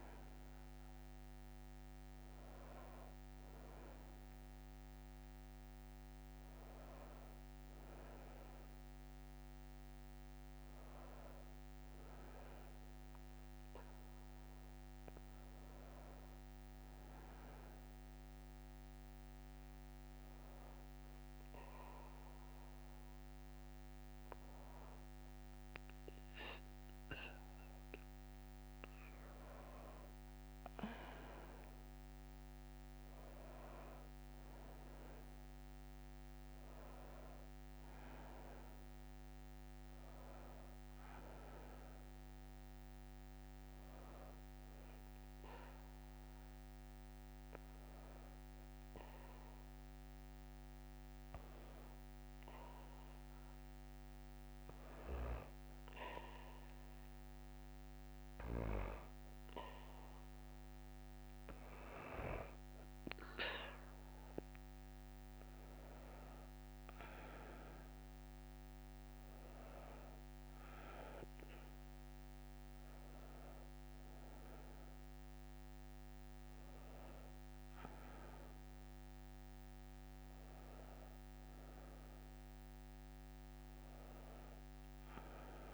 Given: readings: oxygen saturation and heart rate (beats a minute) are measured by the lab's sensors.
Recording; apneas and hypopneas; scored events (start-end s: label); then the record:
breathing in sleep by a microphone on the trachea; 2
16.50-27.50 s: hypopnea (oxygen 96% before, 93% lowest, heart rate 60 before, 59 extreme, up 3 after)
29.00-33.50 s: arousal
43.50-59.00 s: hypopnea (oxygen 96% before, 93% lowest, heart rate 61 before, 59 extreme, up 4 after)
64.00-68.50 s: arousal
From the record:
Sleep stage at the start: N2 (light sleep); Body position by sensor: on the back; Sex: female